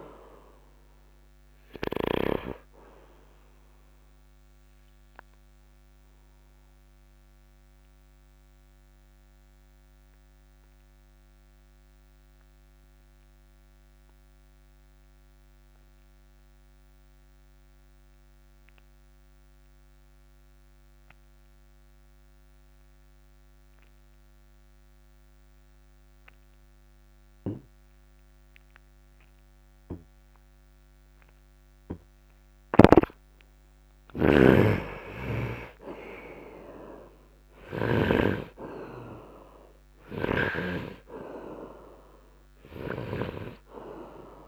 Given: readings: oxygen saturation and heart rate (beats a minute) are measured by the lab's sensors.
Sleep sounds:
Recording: breathing in sleep by a microphone on the trachea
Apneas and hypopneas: 1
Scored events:
0.00-12.50 s: oxygen desaturation (device-marked, oxygen 68% lowest, heart rate 55 extreme)
5.00-32.50 s: obstructive apnea (oxygen 97% before, 68% lowest, heart rate 64 before, 55 extreme, up 2 after)
24.50-44.48 s: oxygen desaturation (device-marked, oxygen 95% before, 69% lowest, heart rate 72 before, 55 extreme)
34.00-38.50 s: snoring (device-marked)
34.50-38.50 s: arousal
From the record:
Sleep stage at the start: N2 (light sleep)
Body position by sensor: upright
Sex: male

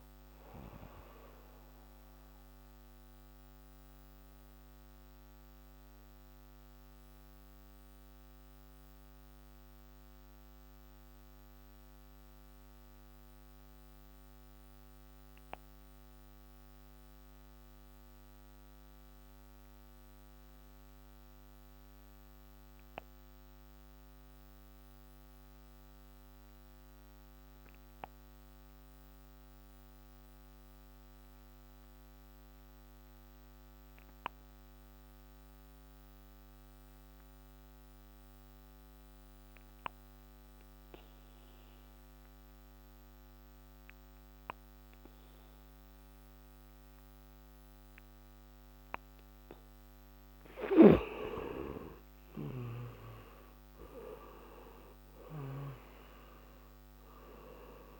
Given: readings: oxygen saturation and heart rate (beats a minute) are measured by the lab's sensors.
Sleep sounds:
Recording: breathing in sleep by a microphone on the trachea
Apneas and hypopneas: 1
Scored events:
0.00-22.50 s: oxygen desaturation (device-marked, oxygen 80% lowest)
0.50-49.50 s: mixed apnea (oxygen 94% before, 80% lowest)
42.50-58.00 s: oxygen desaturation (device-marked, oxygen 97% before, 82% lowest)
51.50-57.00 s: arousal
From the record:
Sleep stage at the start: N2 (light sleep)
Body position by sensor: on the back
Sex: male

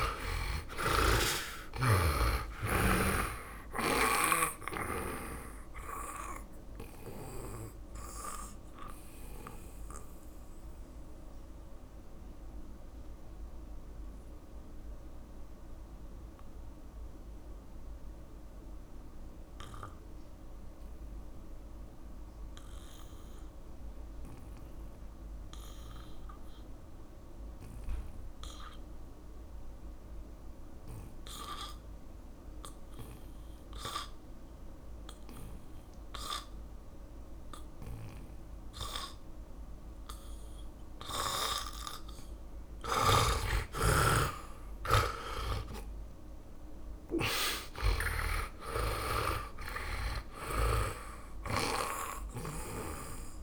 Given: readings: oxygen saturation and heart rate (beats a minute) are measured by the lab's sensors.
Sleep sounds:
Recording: breathing in sleep by a room microphone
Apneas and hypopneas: 1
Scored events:
0.00-1.00 s: snoring (device-marked)
0.00-1.50 s: arousal
0.00-28.50 s: oxygen desaturation (device-marked, oxygen 76% lowest, heart rate 51 extreme)
6.00-43.00 s: mixed apnea (oxygen 100% before, 75% lowest, heart rate 59 before, 51 extreme, up 28 after)
36.50-40.50 s: oxygen desaturation (device-marked, oxygen 100% before, 93% lowest, heart rate 61 before, 51 extreme)
43.50-49.00 s: snoring (device-marked)
44.50-48.50 s: arousal
44.50-53.43 s: oxygen desaturation (device-marked, oxygen 97% before, 75% lowest, heart rate 57 before, 48 extreme)
From the record:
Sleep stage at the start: N2 (light sleep)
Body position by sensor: on the back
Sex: male

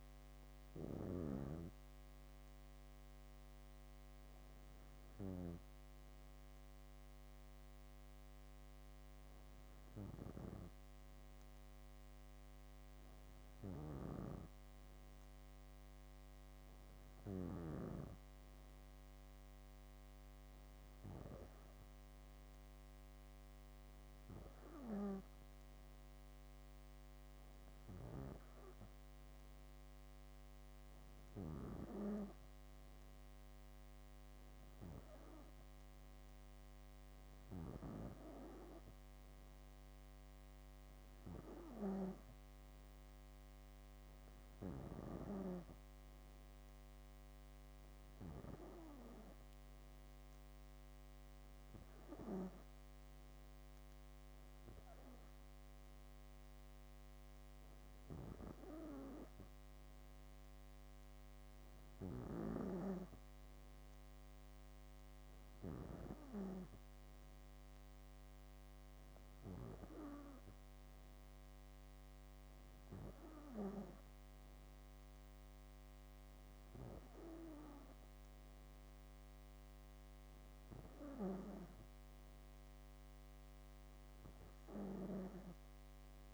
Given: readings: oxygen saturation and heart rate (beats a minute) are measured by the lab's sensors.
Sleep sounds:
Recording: breathing in sleep by a microphone on the trachea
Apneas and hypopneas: none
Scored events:
none scored
From the record:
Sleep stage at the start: N2 (light sleep)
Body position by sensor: on the back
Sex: female

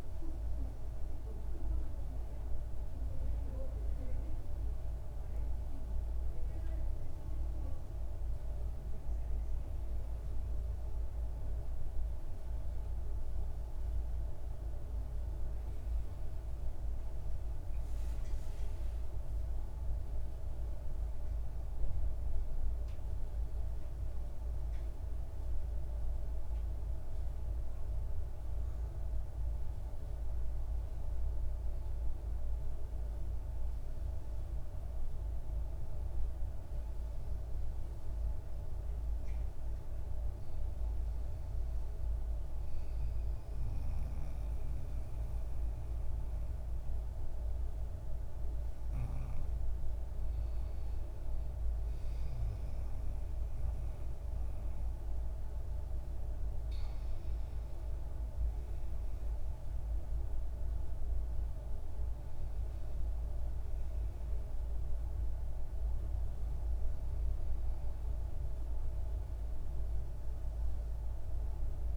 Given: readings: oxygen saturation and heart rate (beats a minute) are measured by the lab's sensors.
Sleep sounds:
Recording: a person partly awake in a sleep study, hard to hear, by a room microphone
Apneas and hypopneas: none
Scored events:
11.00-41.00 s: new sleep stage, N1 (lightest sleep)
41.00-71.96 s: new sleep stage, N2 (light sleep)
42.00-58.00 s: oxygen desaturation (device-marked, oxygen 95% before, 91% lowest, heart rate 68 before, 64 extreme)
58.50-62.50 s: arousal
64.00-69.00 s: oxygen desaturation (device-marked, oxygen 94% before, 90% lowest, heart rate 66 before, 64 extreme)
From the record:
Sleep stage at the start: awake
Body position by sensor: on the back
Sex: male

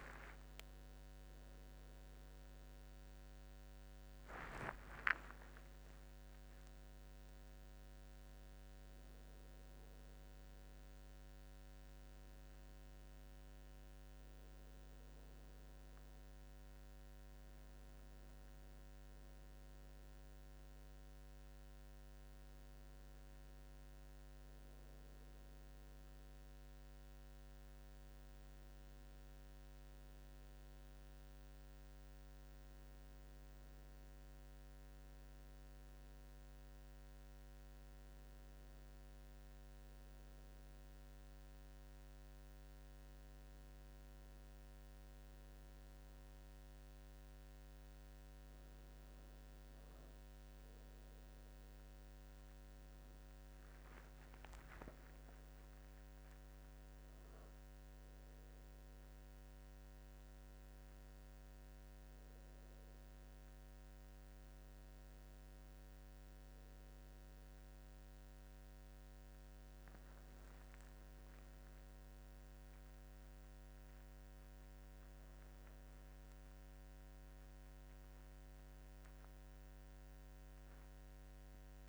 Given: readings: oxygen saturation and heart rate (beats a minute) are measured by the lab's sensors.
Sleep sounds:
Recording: a person partly awake in a sleep study, hard to hear, by a microphone on the trachea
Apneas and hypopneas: none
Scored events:
60.00-81.89 s: new sleep stage, awake
From the record:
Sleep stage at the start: N1 (lightest sleep)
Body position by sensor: on the back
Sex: male

